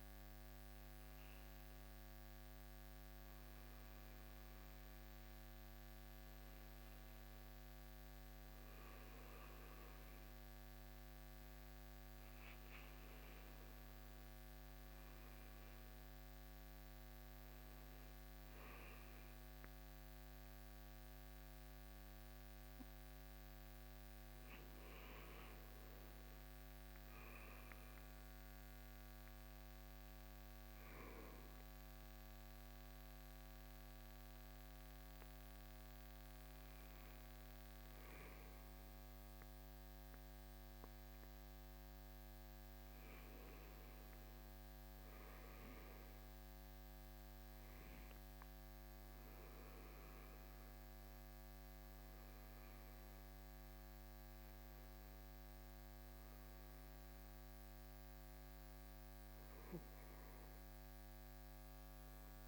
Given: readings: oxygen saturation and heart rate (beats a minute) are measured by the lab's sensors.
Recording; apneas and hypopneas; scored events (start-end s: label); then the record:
breathing in sleep, hard to hear, by a microphone on the trachea; 1
39.50-49.50 s: hypopnea (oxygen 97% before, 92% lowest, heart rate 68 before, 66 extreme, up 1 after)
53.00-57.50 s: arousal
56.00-62.47 s: oxygen desaturation (device-marked, oxygen 95% before, 92% lowest, heart rate 67 before, 68 extreme)
From the record:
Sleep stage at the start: N2 (light sleep); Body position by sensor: on the right side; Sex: male